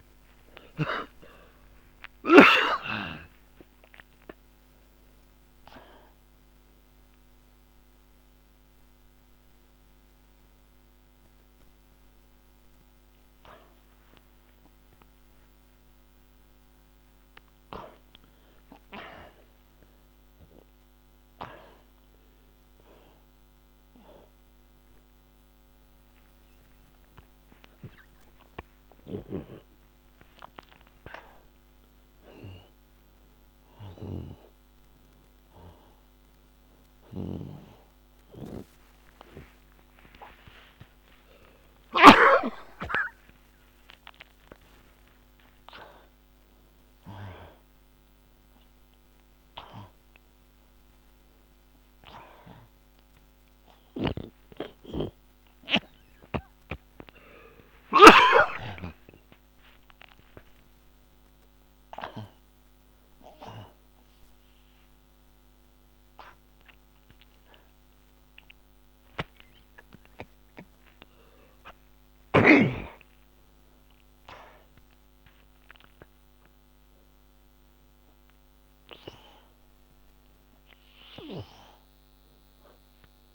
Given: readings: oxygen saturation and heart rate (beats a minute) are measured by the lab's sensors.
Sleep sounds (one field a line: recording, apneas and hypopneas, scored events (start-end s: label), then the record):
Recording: breathing in sleep by a microphone on the trachea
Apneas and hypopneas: none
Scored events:
1.50-6.00 s: arousal
5.50-25.50 s: oxygen desaturation (device-marked, oxygen 95% before, 84% lowest, heart rate 83 before, 52 extreme)
34.00-42.50 s: snoring (device-marked)
37.50-62.50 s: oxygen desaturation (device-marked, oxygen 94% before, 86% lowest)
40.00-45.50 s: arousal
54.00-58.50 s: snoring (device-marked)
64.50-69.00 s: arousal
From the record:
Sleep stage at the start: N2 (light sleep)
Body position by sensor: on the back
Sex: male